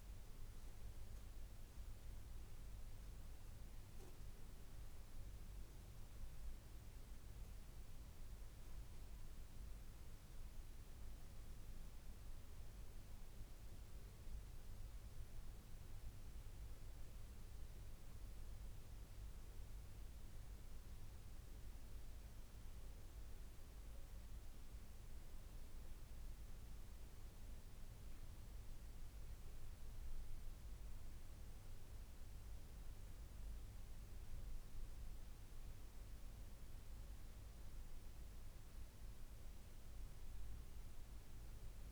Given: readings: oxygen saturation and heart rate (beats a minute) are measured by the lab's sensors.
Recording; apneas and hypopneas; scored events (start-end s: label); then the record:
breathing in sleep, hard to hear, by a room microphone; none
none scored
From the record:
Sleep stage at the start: N2 (light sleep); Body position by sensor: on the back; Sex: female